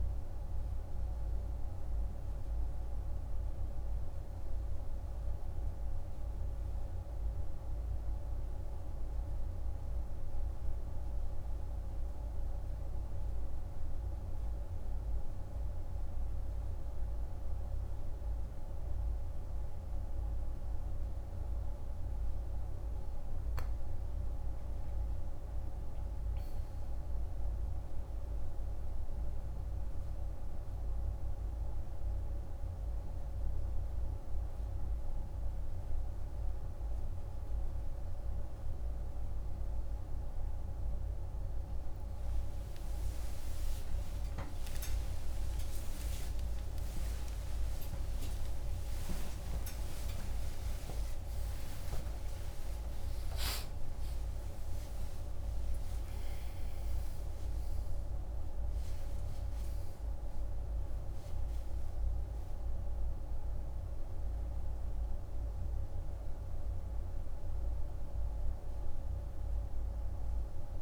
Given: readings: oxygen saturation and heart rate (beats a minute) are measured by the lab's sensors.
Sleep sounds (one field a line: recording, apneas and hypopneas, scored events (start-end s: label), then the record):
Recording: a person partly awake in a sleep study, hard to hear, by a room microphone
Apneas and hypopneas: none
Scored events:
44.00-50.00 s: tachycardia (device-marked, heart rate 55 before, 126 extreme)
44.00-70.82 s: new sleep stage, awake
From the record:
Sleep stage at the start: N1 (lightest sleep)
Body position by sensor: on the back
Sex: male